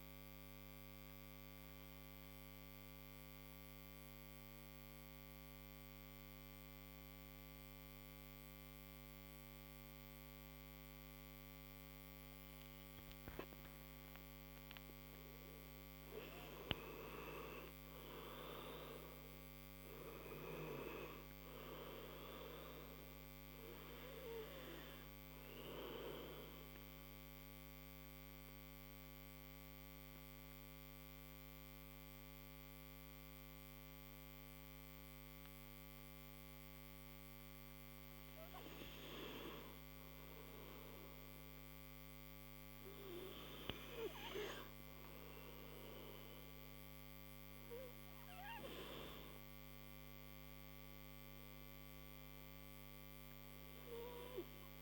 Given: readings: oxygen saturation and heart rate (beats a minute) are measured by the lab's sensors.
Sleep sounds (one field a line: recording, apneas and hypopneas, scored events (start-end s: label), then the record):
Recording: breathing in sleep by a microphone on the trachea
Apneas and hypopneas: 2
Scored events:
0.00-8.00 s: oxygen desaturation (device-marked, oxygen 90% lowest)
4.00-15.50 s: central apnea (oxygen 97% before, 89% lowest)
18.00-22.00 s: arousal
18.00-42.00 s: oxygen desaturation (device-marked, oxygen 97% before, 89% lowest)
29.50-40.50 s: mixed apnea (oxygen 97% before, 89% lowest)
45.50-49.50 s: arousal
From the record:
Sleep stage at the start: N2 (light sleep)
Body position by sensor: on the right side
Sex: male